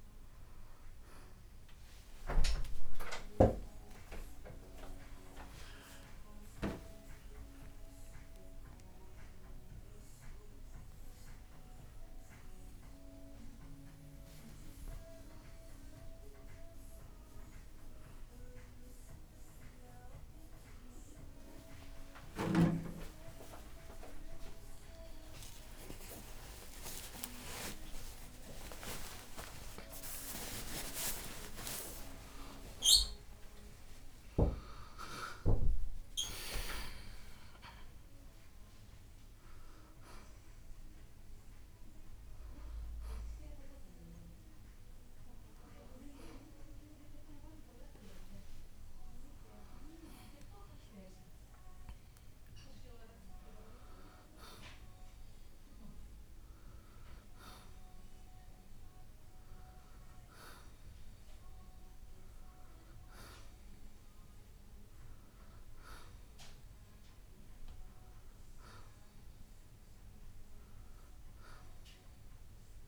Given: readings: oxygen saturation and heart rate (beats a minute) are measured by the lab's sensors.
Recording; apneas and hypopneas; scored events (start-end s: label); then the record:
a person awake in a sleep study, by a room microphone; none
58.00-72.87 s: new sleep stage, N1 (lightest sleep)
From the record:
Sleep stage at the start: awake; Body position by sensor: on the right side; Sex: male